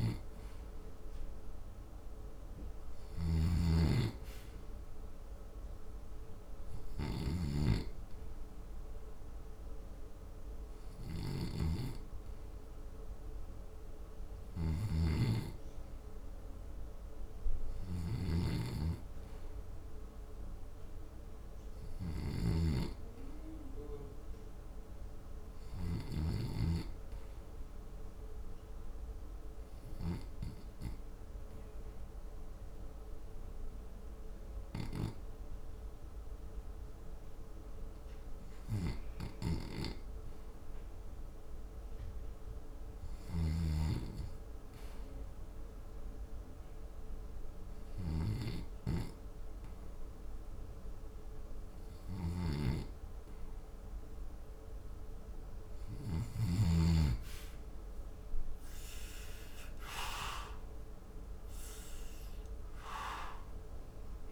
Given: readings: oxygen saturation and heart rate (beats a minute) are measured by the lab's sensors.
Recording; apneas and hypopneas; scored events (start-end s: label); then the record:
breathing in sleep by a room microphone; 1
2.00-14.00 s: oxygen desaturation (device-marked, oxygen 86% before, 79% lowest, heart rate 68 before, 63 extreme)
3.00-7.50 s: snoring (device-marked)
14.50-22.50 s: snoring (device-marked)
28.00-41.00 s: mixed apnea (oxygen 87% before, 78% lowest, heart rate 72 before, 61 extreme, up 0 after)
44.00-47.50 s: arousal
45.00-64.31 s: new sleep stage, N2 (light sleep)
55.00-64.31 s: oxygen desaturation (device-marked, oxygen 87% before, 78% lowest, heart rate 62 before, 63 extreme)
From the record:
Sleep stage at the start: REM sleep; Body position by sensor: on the back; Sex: male